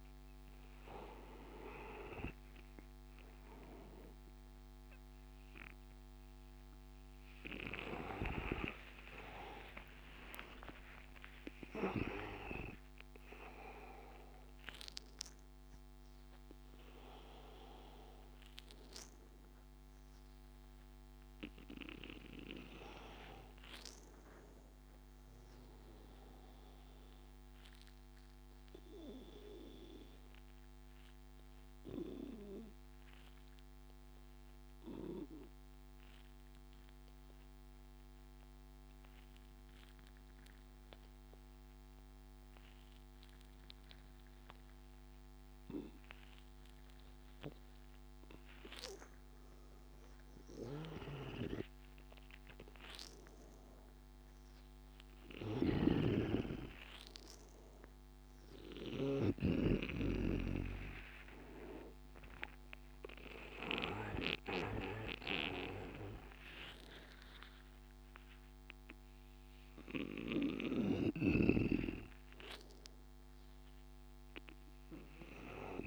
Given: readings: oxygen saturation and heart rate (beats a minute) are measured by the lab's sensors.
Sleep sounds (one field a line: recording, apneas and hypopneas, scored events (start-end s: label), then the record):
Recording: breathing in sleep by a microphone on the trachea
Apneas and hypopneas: 1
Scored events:
0.00-27.00 s: oxygen desaturation (device-marked, oxygen 84% lowest, heart rate 82 extreme)
9.00-15.00 s: arousal
27.50-47.00 s: obstructive apnea (oxygen 90% before, 88% lowest, heart rate 92 before, 82 extreme, up 10 after)
49.00-53.50 s: arousal
50.00-75.87 s: oxygen desaturation (device-marked, oxygen 99% before, 88% lowest, heart rate 85 before, 83 extreme)
55.50-59.50 s: snoring (device-marked)
From the record:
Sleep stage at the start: N2 (light sleep)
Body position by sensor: on the back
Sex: male